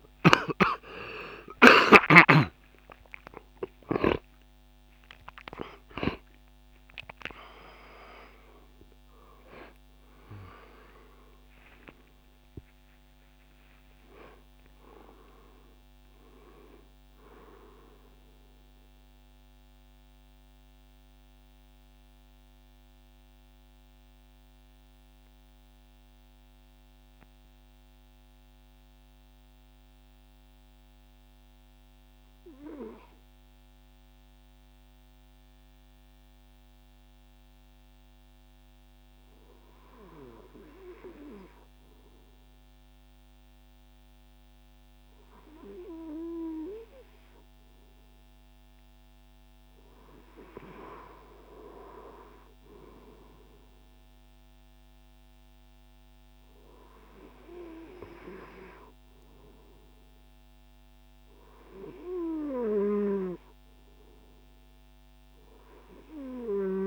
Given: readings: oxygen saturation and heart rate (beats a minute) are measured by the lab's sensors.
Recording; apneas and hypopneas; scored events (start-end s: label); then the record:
breathing in sleep by a microphone on the trachea; 1
0.00-5.50 s: arousal
20.50-49.00 s: mixed apnea (oxygen 97% before, 96% lowest, heart rate 152 before, 54 extreme, up 20 after)
51.50-55.50 s: arousal
From the record:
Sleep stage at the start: N2 (light sleep); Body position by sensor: on the right side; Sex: male